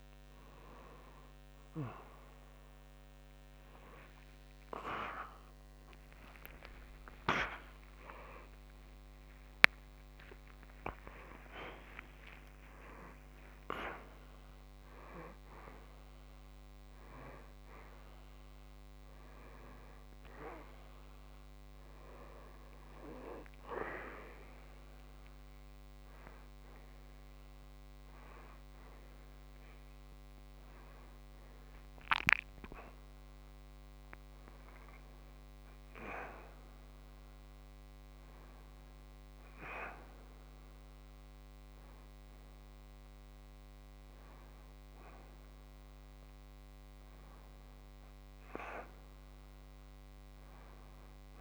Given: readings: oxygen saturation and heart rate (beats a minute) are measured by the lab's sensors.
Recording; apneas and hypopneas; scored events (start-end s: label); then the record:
a person awake in a sleep study, by a microphone on the trachea; none
13.00-23.00 s: oxygen desaturation (device-marked, oxygen 96% before, 93% lowest, heart rate 114 before, 72 extreme)
38.00-51.41 s: new sleep stage, N1 (lightest sleep)
From the record:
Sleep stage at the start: awake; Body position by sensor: on the back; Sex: male